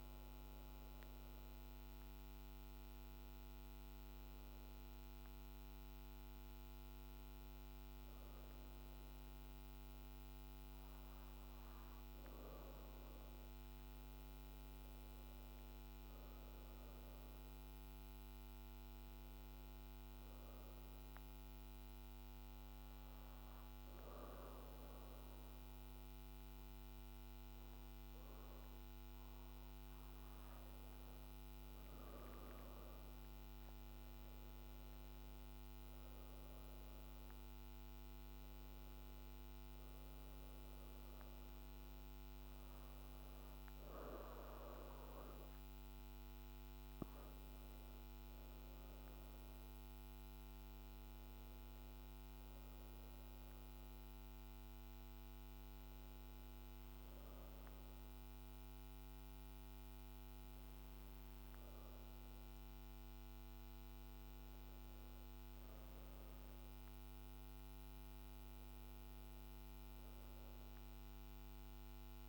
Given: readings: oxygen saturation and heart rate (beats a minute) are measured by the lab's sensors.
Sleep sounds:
breathing in sleep, hard to hear, by a microphone on the trachea; 1
0.00-14.50 s: oxygen desaturation (device-marked, oxygen 91% lowest, heart rate 55 extreme)
13.50-17.50 s: arousal
19.50-30.50 s: hypopnea (oxygen 96% before, 89% lowest, heart rate 56 before, 54 extreme, up 3 after)
22.50-28.50 s: oxygen desaturation (device-marked, oxygen 96% before, 92% lowest, heart rate 56 before, 54 extreme)
33.00-37.00 s: arousal
39.50-53.50 s: oxygen desaturation (device-marked, oxygen 94% before, 89% lowest, heart rate 56 before, 52 extreme)
From the record:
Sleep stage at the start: N2 (light sleep); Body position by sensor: on the back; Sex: female

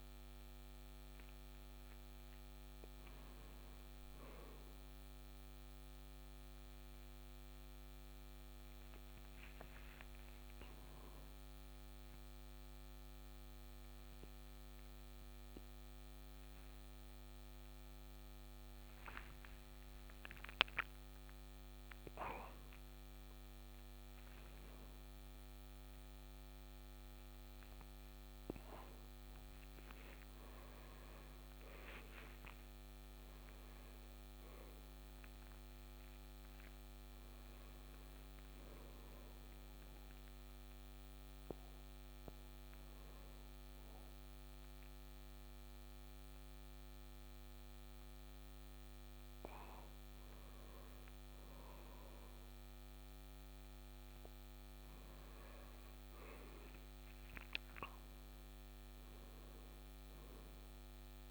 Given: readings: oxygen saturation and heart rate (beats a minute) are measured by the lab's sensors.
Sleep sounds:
a person awake in a sleep study, hard to hear, by a microphone on the trachea; none
none scored
From the record:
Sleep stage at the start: awake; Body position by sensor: on the right side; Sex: male

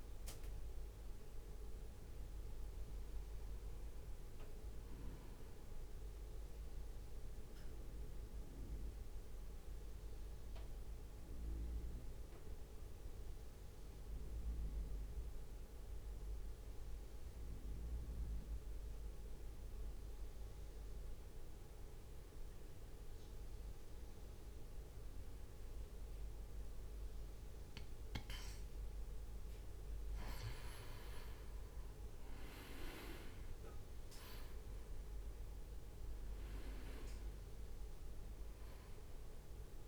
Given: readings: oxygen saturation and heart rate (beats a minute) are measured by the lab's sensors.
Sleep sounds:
breathing in sleep, hard to hear, by a room microphone; 1
0.00-10.50 s: oxygen desaturation (device-marked, oxygen 85% lowest, heart rate 55 extreme)
7.50-29.00 s: central apnea (oxygen 91% before, 87% lowest, heart rate 61 before, 55 extreme, up 4 after)
30.50-39.88 s: oxygen desaturation (device-marked, oxygen 97% before, 87% lowest, heart rate 66 before, 55 extreme)
31.50-37.50 s: arousal
33.50-39.88 s: drop in pulse transit time (device-marked, heart rate 66 before, 61 extreme)
From the record:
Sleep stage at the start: N2 (light sleep); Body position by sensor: on the right side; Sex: male

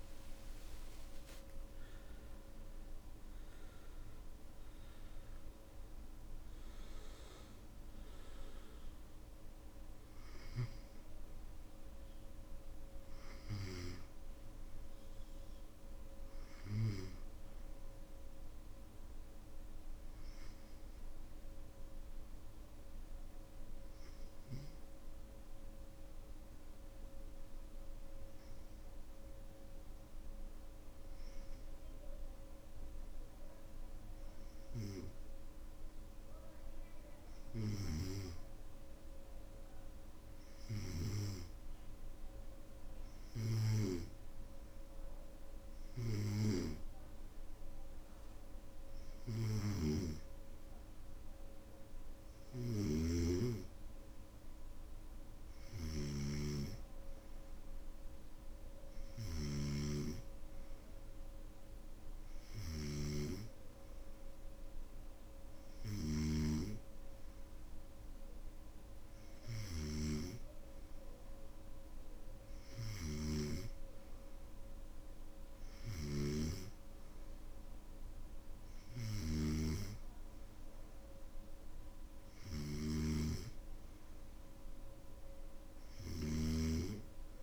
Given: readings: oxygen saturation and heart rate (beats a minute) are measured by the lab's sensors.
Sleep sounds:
breathing in sleep by a room microphone; 1
0.00-24.00 s: oxygen desaturation (device-marked, oxygen 91% lowest, heart rate 52 extreme)
20.00-37.50 s: hypopnea (oxygen 97% before, 92% lowest, heart rate 59 before, 52 extreme, up 5 after)
52.50-59.50 s: snoring (device-marked)
75.50-87.42 s: snoring (device-marked)
From the record:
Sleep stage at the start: N2 (light sleep); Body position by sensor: on the back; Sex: male

